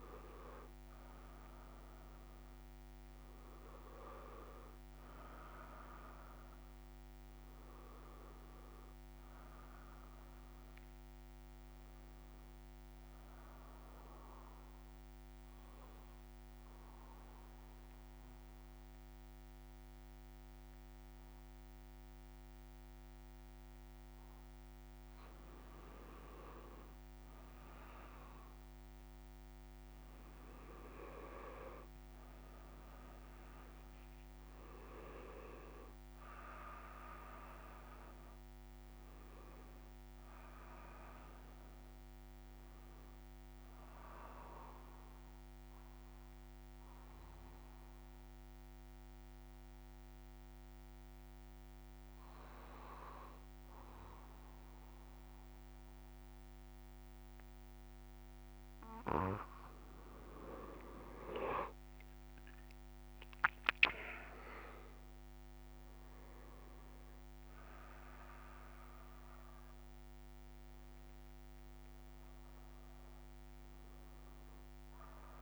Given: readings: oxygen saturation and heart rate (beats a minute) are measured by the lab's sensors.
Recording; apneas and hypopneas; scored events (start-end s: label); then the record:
breathing in sleep by a microphone on the trachea; 2
4.00-20.00 s: oxygen desaturation (device-marked, oxygen 99% before, 95% lowest)
15.00-25.50 s: obstructive apnea (oxygen 99% before, 94% lowest)
34.00-56.00 s: oxygen desaturation (device-marked, oxygen 97% before, 94% lowest)
45.50-58.50 s: hypopnea (oxygen 97% before, 94% lowest)
70.00-75.42 s: oxygen desaturation (device-marked, oxygen 98% before, 94% lowest)
From the record:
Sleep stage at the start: N2 (light sleep); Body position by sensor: on the back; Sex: male